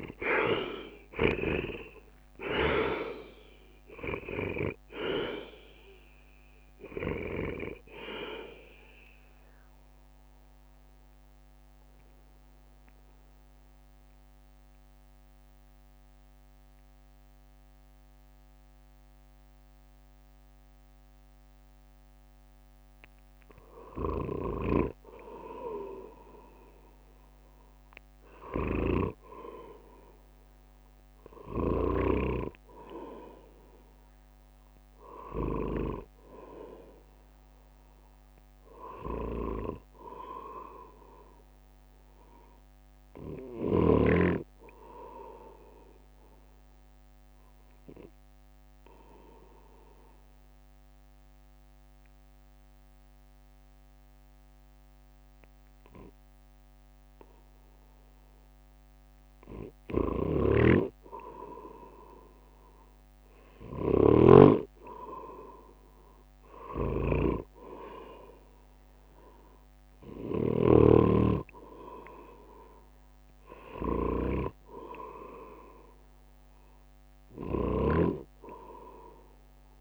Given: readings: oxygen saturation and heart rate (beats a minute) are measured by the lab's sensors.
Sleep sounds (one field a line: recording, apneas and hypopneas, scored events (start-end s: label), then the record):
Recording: breathing in sleep by a microphone on the trachea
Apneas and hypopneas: 2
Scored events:
0.00-1.50 s: arousal
0.00-2.50 s: leg movement (device-marked)
0.00-13.00 s: drop in pulse transit time (device-marked, heart rate 64 extreme)
0.00-28.00 s: oxygen desaturation (device-marked, oxygen 54% lowest, heart rate 51 extreme)
9.00-22.50 s: central apnea (oxygen 70% before, 54% lowest, heart rate 74 before, 53 extreme, up 7 after)
27.00-32.50 s: arousal
45.50-59.00 s: obstructive apnea (oxygen 100% before, 93% lowest, heart rate 61 before, 50 extreme, up 7 after)
63.00-67.50 s: arousal
64.00-79.81 s: drop in pulse transit time (device-marked, heart rate 52 before, 54 extreme)
From the record:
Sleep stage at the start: REM sleep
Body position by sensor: on the right side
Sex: male